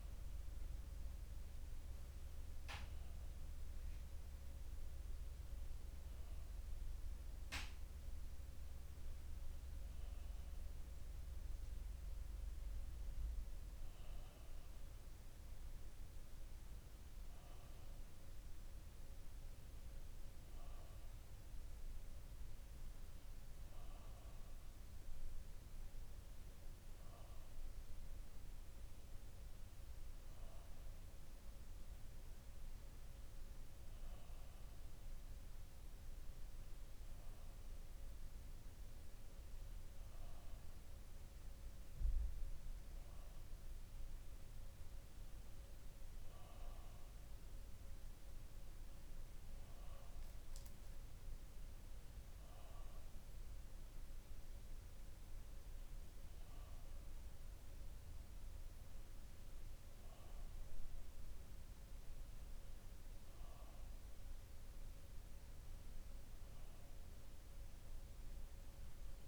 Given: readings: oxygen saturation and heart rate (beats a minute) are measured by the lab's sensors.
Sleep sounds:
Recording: breathing in sleep, hard to hear, by a room microphone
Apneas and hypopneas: none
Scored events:
none scored
From the record:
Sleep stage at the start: N2 (light sleep)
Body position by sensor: on the back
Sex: male

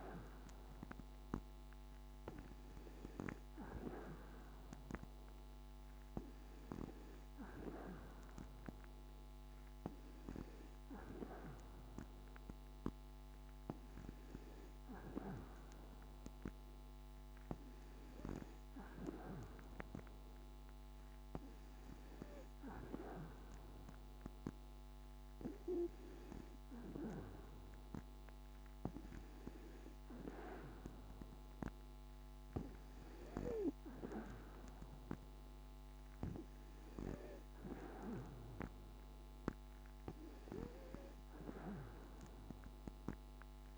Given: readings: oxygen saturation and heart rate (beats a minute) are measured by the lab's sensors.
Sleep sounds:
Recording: breathing in sleep by a microphone on the trachea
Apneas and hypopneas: none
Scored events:
none scored
From the record:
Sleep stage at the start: N2 (light sleep)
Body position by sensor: on the back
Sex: female

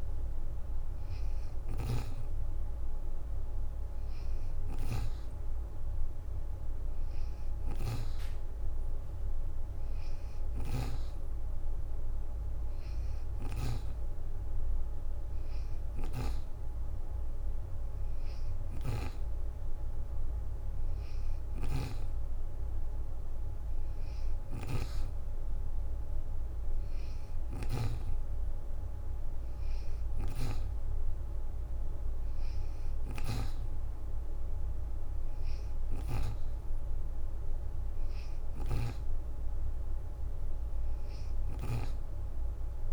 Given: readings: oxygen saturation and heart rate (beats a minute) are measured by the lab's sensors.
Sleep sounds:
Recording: breathing in sleep by a room microphone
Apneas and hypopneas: none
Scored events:
0.00-1.50 s: leg movement (device-marked)
0.00-10.50 s: snoring (device-marked)
18.00-27.50 s: snoring (device-marked)
19.50-20.50 s: leg movement (device-marked)
28.00-30.50 s: leg movement (device-marked)
29.50-42.93 s: snoring (device-marked)
31.50-32.50 s: leg movement (device-marked)
From the record:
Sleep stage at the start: N2 (light sleep)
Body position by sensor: on the back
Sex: female

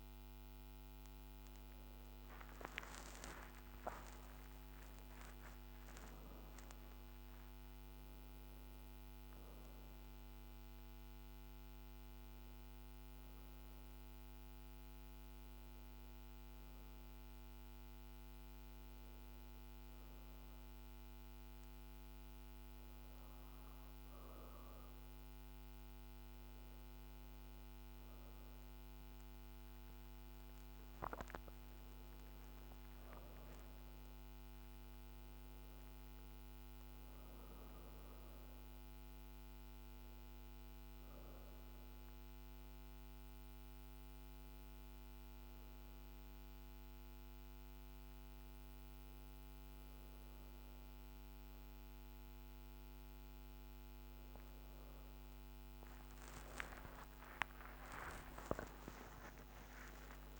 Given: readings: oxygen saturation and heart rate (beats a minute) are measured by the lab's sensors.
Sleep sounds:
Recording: breathing in sleep by a microphone on the trachea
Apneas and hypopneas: 1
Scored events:
1.50-7.00 s: arousal
17.50-27.50 s: hypopnea (oxygen 95% before, 91% lowest, heart rate 64 before, 53 extreme, up 16 after)
28.50-49.50 s: oxygen desaturation (device-marked, oxygen 95% before, 91% lowest, heart rate 56 before, 28 extreme)
30.50-35.50 s: arousal
53.50-58.00 s: arousal
From the record:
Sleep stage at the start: N1 (lightest sleep)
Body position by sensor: on the back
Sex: female

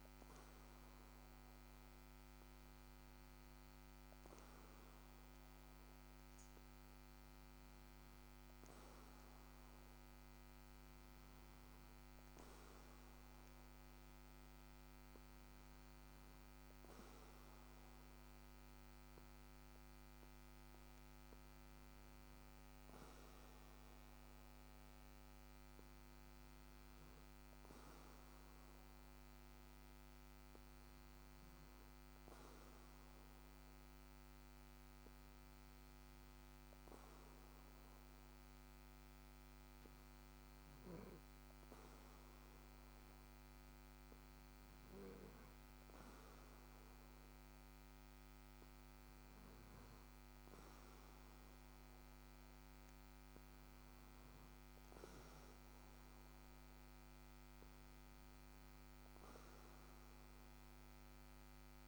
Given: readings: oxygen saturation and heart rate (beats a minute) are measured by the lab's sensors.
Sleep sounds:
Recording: breathing in sleep, hard to hear, by a microphone on the trachea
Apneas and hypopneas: none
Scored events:
none scored
From the record:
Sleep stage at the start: REM sleep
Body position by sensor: on the back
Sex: male

